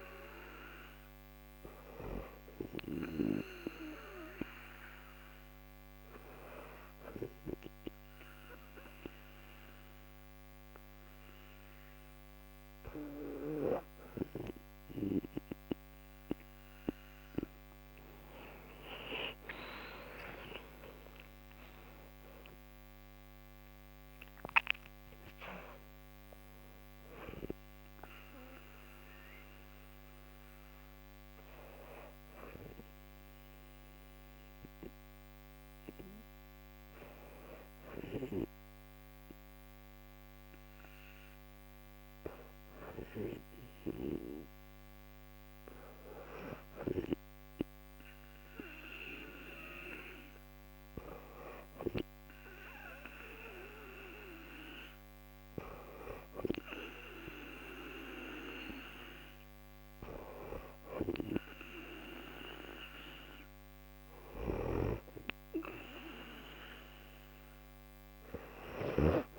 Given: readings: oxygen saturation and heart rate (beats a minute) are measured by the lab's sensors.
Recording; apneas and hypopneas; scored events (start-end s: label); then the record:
breathing in sleep by a microphone on the trachea; 1
3.00-13.50 s: hypopnea (oxygen 97% before, 94% lowest, heart rate 72 before, 67 extreme, up 3 after)
17.50-21.50 s: arousal
51.50-62.50 s: oxygen desaturation (device-marked, oxygen 98% before, 94% lowest, heart rate 68 before, 69 extreme)
From the record:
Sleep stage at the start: N2 (light sleep); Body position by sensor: on the back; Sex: female